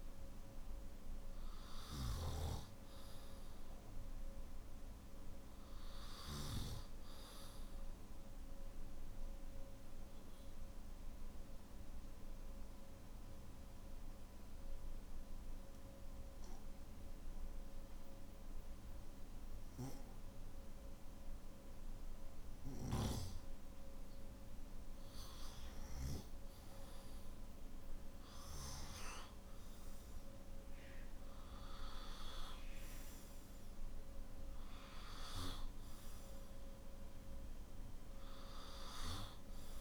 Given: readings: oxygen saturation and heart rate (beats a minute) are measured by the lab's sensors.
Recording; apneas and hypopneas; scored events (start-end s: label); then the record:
breathing in sleep by a room microphone; 1
0.00-3.00 s: oxygen desaturation (device-marked, oxygen 94% lowest, heart rate 51 extreme)
8.00-24.00 s: obstructive apnea (oxygen 97% before, 91% lowest, heart rate 56 before, 49 extreme, up 9 after)
32.00-39.81 s: oxygen desaturation (device-marked, oxygen 98% before, 91% lowest, heart rate 55 before, 48 extreme)
From the record:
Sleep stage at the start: N2 (light sleep); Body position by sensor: on the back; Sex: male